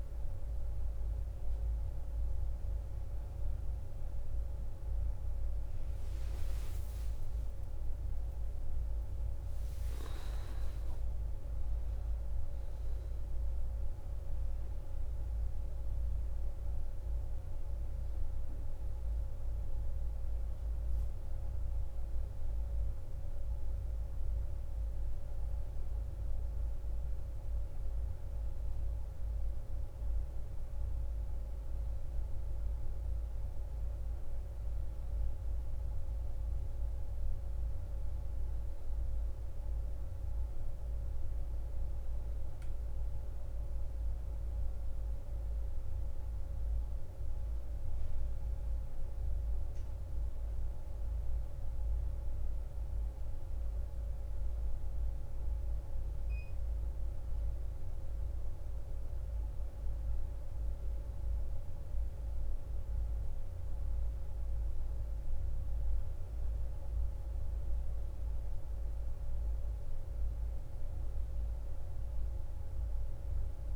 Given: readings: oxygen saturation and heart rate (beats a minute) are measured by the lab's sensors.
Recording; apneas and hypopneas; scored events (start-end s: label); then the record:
a person awake in a sleep study, hard to hear, by a room microphone; none
none scored
From the record:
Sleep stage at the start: awake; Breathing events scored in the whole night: 282 in 4.2 hours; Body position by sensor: on the back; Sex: female